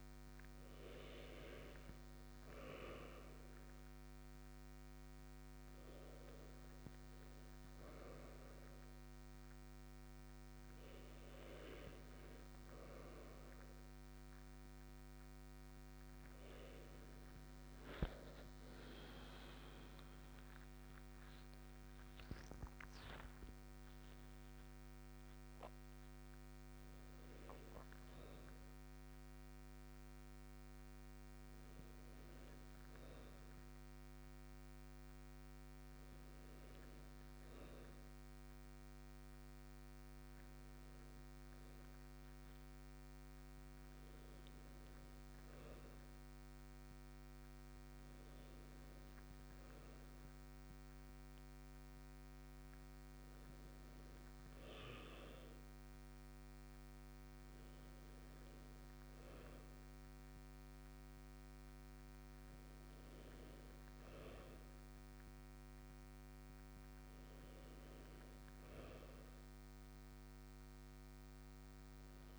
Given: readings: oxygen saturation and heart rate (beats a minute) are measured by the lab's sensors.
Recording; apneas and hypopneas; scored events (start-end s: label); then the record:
breathing in sleep, hard to hear, by a microphone on the trachea; none
none scored
From the record:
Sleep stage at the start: N2 (light sleep); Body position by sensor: on the right side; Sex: male